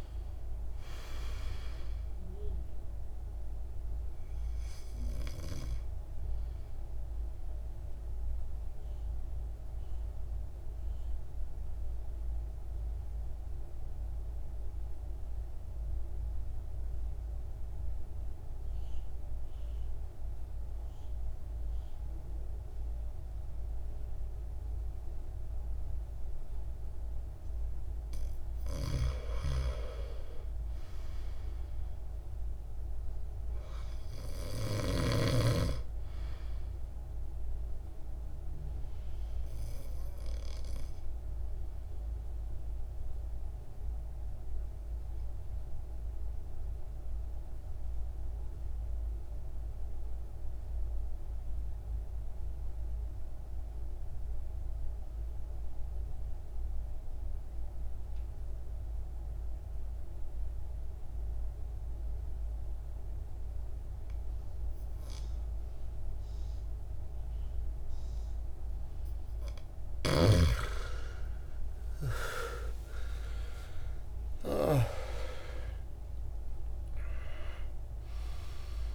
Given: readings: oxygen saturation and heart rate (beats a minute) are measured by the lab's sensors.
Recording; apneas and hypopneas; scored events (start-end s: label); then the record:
breathing in sleep by a room microphone; 2
0.00-23.50 s: oxygen desaturation (device-marked, oxygen 83% lowest, heart rate 50 extreme)
7.00-28.00 s: central apnea (oxygen 99% before, 79% lowest, heart rate 64 before, 50 extreme, up 10 after)
29.50-32.50 s: arousal
30.50-56.50 s: oxygen desaturation (device-marked, oxygen 99% before, 87% lowest, heart rate 52 before, 51 extreme)
38.50-69.50 s: obstructive apnea (oxygen 99% before, 77% lowest, heart rate 55 before, 51 extreme, up 24 after)
58.50-78.95 s: oxygen desaturation (device-marked, oxygen 98% before, 77% lowest, heart rate 53 before, 54 extreme)
71.50-77.50 s: arousal
From the record:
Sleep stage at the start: N2 (light sleep); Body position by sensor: on the back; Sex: male